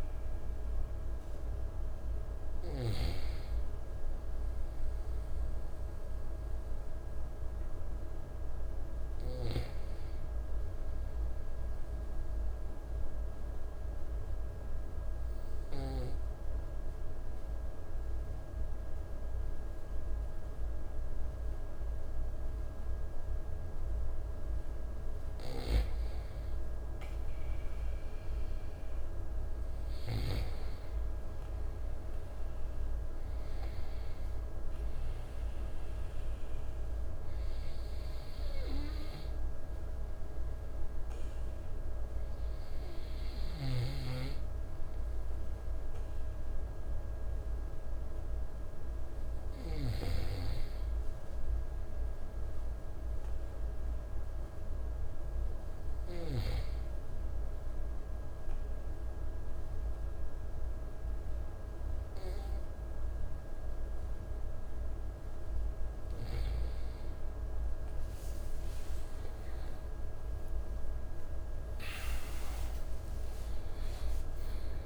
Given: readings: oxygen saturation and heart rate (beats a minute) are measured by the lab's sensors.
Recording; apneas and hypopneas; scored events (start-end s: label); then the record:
breathing in sleep by a room microphone; 2
12.50-25.00 s: mixed apnea (oxygen 97% before, 95% lowest, heart rate 54 before, 52 extreme, up 4 after)
27.00-30.50 s: arousal
53.00-66.00 s: hypopnea (oxygen 97% before, 95% lowest, heart rate 55 before, 52 extreme, up 45 after)
69.00-73.50 s: arousal
From the record:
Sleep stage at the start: N2 (light sleep); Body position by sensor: on the right side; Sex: male